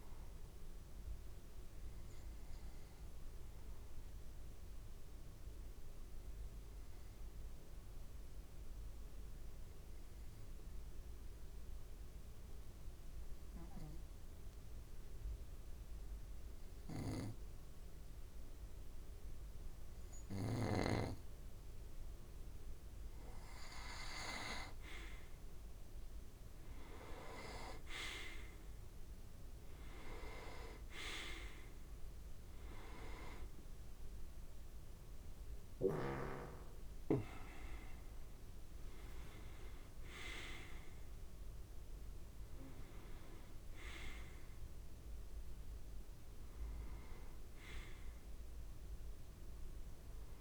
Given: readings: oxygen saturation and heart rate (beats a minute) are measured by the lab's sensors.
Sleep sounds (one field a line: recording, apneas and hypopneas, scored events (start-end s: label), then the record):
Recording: breathing in sleep by a room microphone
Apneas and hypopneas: 1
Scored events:
2.50-22.00 s: obstructive apnea (oxygen 96% before, 89% lowest)
18.50-50.41 s: oxygen desaturation (device-marked, oxygen 96% before, 89% lowest)
26.00-29.50 s: arousal
From the record:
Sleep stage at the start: N2 (light sleep)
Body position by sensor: on the right side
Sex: male